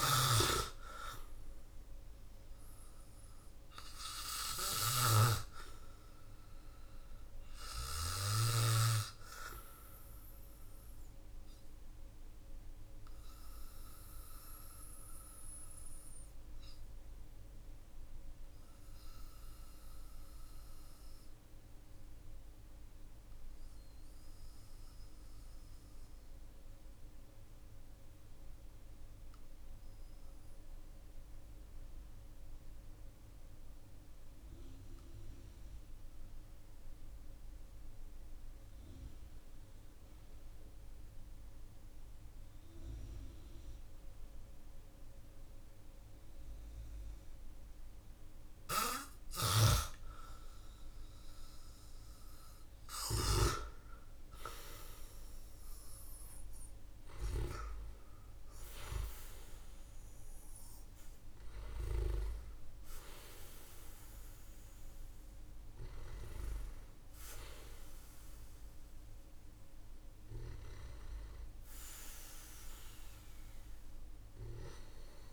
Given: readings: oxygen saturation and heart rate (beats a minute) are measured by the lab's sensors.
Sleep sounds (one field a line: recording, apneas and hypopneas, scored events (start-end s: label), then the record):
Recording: breathing in sleep by a room microphone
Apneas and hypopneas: 1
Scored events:
0.00-8.00 s: snoring (device-marked)
4.00-27.00 s: oxygen desaturation (device-marked, oxygen 97% before, 93% lowest, heart rate 52 before, 46 extreme)
13.00-49.00 s: obstructive apnea (oxygen 98% before, 90% lowest, heart rate 49 before, 46 extreme, up 11 after)
51.00-56.00 s: arousal
51.00-75.33 s: oxygen desaturation (device-marked, oxygen 97% before, 90% lowest, heart rate 53 before, 44 extreme)
From the record:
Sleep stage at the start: N2 (light sleep)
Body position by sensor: on the back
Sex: male